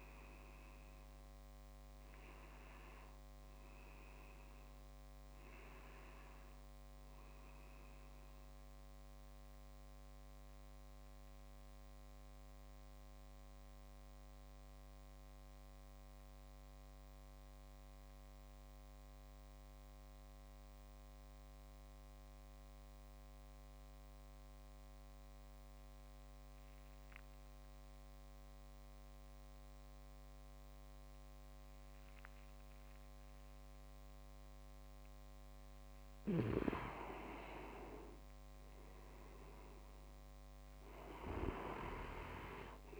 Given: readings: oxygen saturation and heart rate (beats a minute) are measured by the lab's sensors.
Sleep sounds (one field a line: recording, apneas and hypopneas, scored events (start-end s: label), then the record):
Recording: breathing in sleep by a microphone on the trachea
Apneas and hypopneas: 1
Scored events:
0.00-1.00 s: oxygen desaturation (device-marked, oxygen 94% lowest, heart rate 36 extreme)
2.00-4.50 s: leg movement (device-marked)
9.50-35.50 s: mixed apnea (oxygen 97% before, 94% lowest)
35.00-43.00 s: oxygen desaturation (device-marked, oxygen 100% before, 94% lowest, heart rate 54 before, 29 extreme)
38.00-41.00 s: arousal
From the record:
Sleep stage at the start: N2 (light sleep)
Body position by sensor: on the back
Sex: male